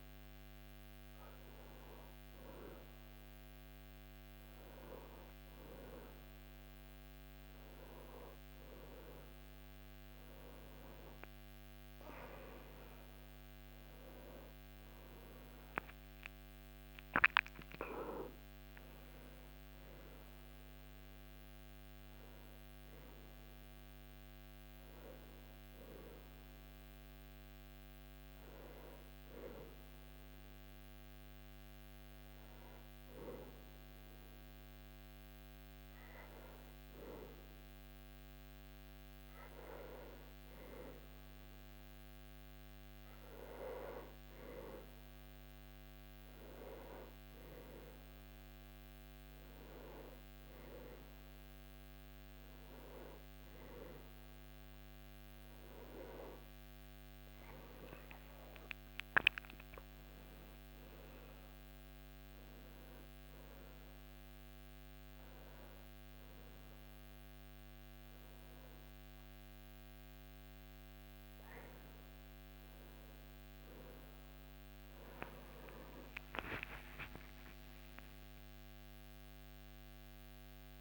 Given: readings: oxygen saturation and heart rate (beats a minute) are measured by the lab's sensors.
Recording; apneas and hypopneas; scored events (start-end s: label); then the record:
breathing in sleep by a microphone on the trachea; none
none scored
From the record:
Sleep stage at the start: N3 (deep sleep); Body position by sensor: on the back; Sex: male